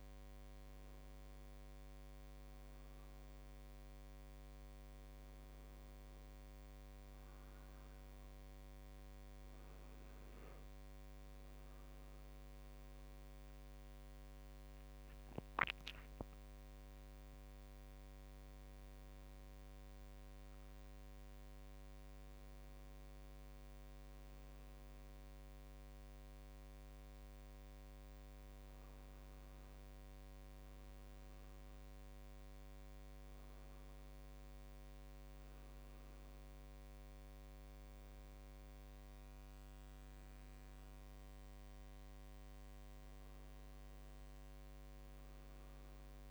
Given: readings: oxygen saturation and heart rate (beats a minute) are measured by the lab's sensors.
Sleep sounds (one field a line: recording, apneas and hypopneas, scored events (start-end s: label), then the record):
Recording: a person partly awake in a sleep study, hard to hear, by a microphone on the trachea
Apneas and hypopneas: none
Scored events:
15.50-46.31 s: new sleep stage, N1 (lightest sleep)
From the record:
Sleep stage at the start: awake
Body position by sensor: on the right side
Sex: male